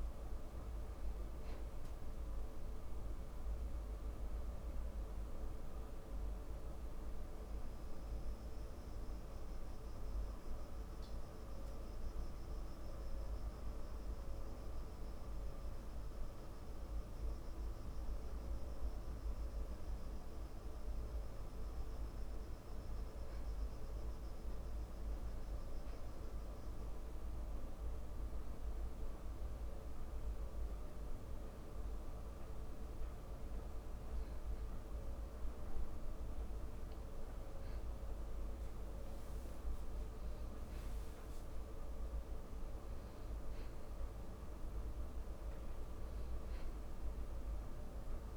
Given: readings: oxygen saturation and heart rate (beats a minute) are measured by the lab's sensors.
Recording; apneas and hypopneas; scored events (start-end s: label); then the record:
breathing in sleep, hard to hear, by a room microphone; 2
4.00-14.50 s: hypopnea (oxygen 96% before, 93% lowest)
21.50-25.00 s: arousal
28.50-40.00 s: hypopnea (oxygen 96% before, 93% lowest)
42.00-46.00 s: arousal
From the record:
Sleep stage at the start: N2 (light sleep); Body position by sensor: on the back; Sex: male